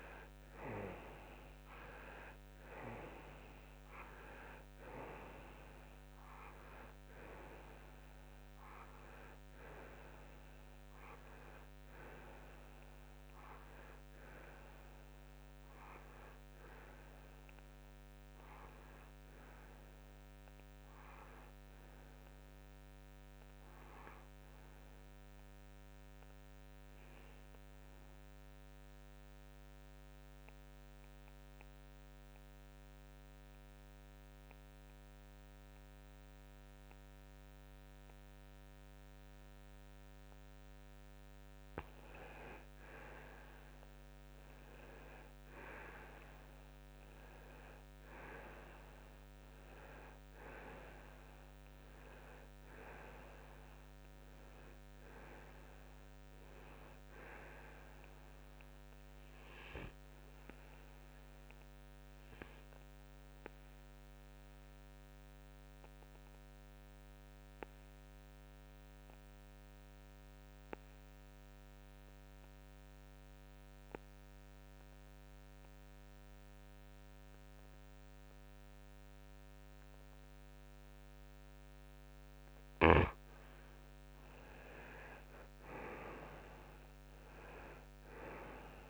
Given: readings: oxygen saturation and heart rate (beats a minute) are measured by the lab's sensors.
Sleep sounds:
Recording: breathing in sleep by a microphone on the trachea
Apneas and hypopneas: 2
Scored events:
0.00-29.50 s: oxygen desaturation (device-marked, oxygen 90% lowest, heart rate 57 extreme)
18.50-22.50 s: arousal
26.00-41.00 s: central apnea (oxygen 95% before, 92% lowest, heart rate 65 before, 53 extreme, up 7 after)
43.50-47.50 s: arousal
51.50-80.50 s: oxygen desaturation (device-marked, oxygen 97% before, 92% lowest, heart rate 61 before, 51 extreme)
59.50-82.50 s: obstructive apnea (oxygen 97% before, 91% lowest, heart rate 64 before, 51 extreme, up 9 after)
84.50-88.00 s: arousal
From the record:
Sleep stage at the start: N2 (light sleep)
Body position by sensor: on the right side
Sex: male

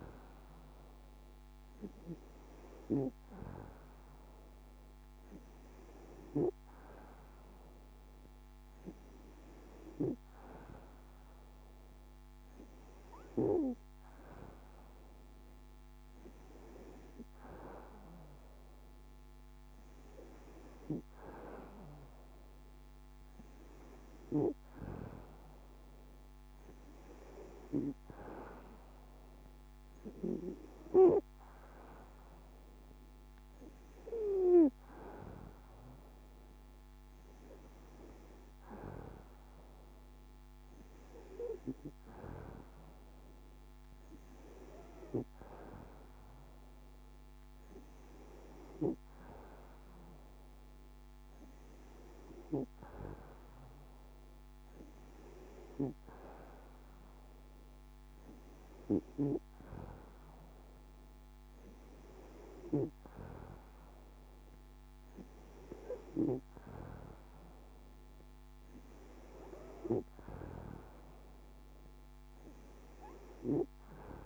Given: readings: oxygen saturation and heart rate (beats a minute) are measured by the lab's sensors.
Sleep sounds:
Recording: breathing in sleep by a microphone on the trachea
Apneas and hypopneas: none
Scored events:
none scored
From the record:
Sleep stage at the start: N2 (light sleep)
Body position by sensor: on the back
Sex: female

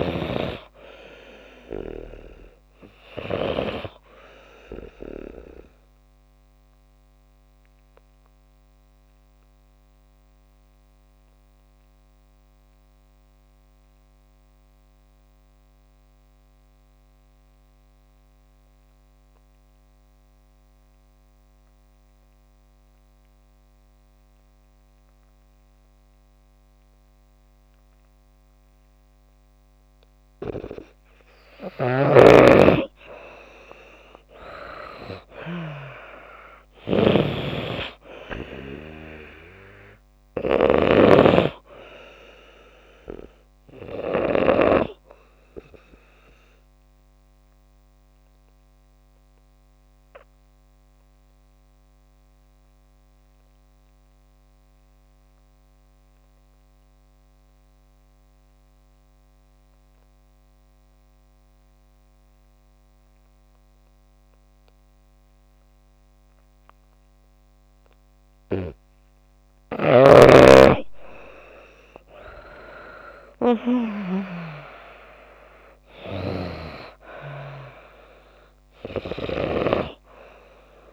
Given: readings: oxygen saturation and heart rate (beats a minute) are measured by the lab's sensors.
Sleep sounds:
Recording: breathing in sleep by a microphone on the trachea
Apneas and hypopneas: 2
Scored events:
4.00-26.00 s: oxygen desaturation (device-marked, oxygen 96% before, 82% lowest)
6.00-30.00 s: obstructive apnea (oxygen 96% before, 82% lowest)
28.00-65.00 s: oxygen desaturation (device-marked, oxygen 98% before, 84% lowest)
31.50-41.00 s: snoring (device-marked)
34.00-37.00 s: arousal
44.50-68.00 s: obstructive apnea (oxygen 98% before, 83% lowest)
71.50-75.50 s: arousal
78.00-80.93 s: oxygen desaturation (device-marked, oxygen 96% before, 83% lowest)
From the record:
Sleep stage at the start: N2 (light sleep)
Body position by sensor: on the back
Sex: female

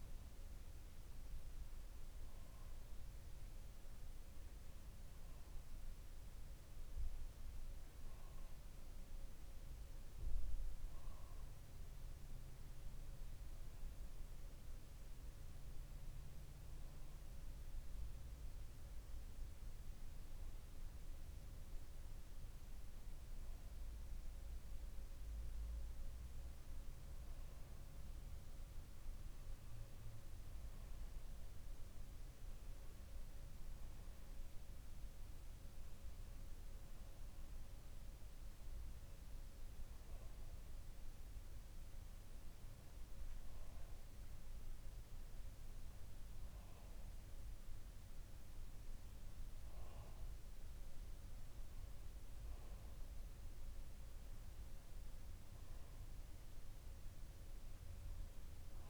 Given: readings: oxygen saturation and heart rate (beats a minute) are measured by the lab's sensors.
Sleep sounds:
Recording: breathing in sleep, hard to hear, by a room microphone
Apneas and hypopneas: none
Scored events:
none scored
From the record:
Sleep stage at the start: N2 (light sleep)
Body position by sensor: on the back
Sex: male

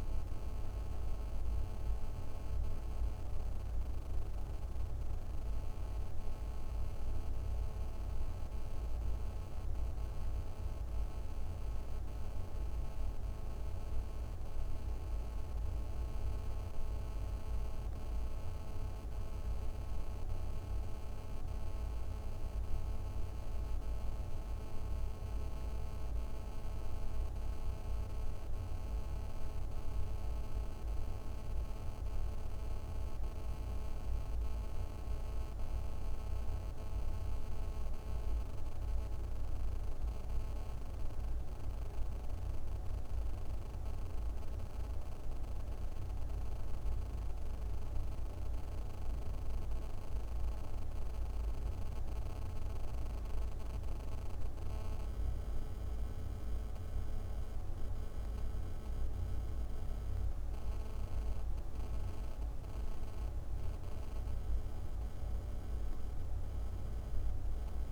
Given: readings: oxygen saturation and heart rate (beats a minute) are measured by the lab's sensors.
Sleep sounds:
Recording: breathing in sleep, hard to hear, by a room microphone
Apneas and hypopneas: none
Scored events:
none scored
From the record:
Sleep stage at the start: N1 (lightest sleep)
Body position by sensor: on the right side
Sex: female

